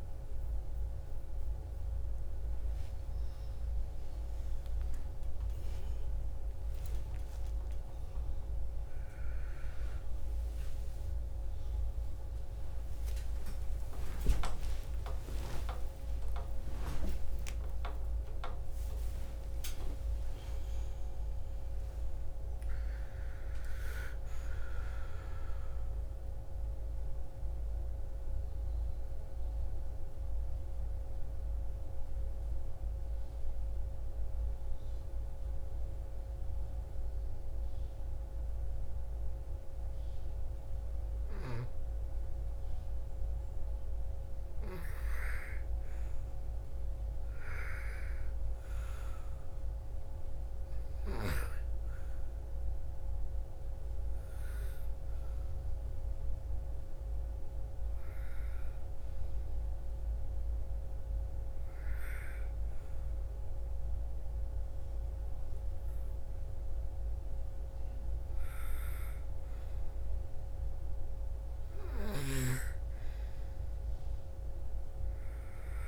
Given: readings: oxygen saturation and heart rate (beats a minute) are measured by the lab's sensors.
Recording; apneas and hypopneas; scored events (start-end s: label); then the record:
a person partly awake in a sleep study, by a room microphone; 1
0.00-7.00 s: oxygen desaturation (device-marked, oxygen 83% lowest, heart rate 67 extreme)
29.00-75.88 s: new sleep stage, N1 (lightest sleep)
30.00-43.50 s: hypopnea (oxygen 99% before, 90% lowest, heart rate 109 before, 58 extreme, up 12 after)
45.50-49.00 s: arousal
49.00-64.00 s: oxygen desaturation (device-marked, oxygen 99% before, 90% lowest, heart rate 64 before, 59 extreme)
73.00-75.88 s: oxygen desaturation (device-marked, oxygen 97% before, 92% lowest, heart rate 70 before, 58 extreme)
From the record:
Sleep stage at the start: awake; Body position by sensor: on the right side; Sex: female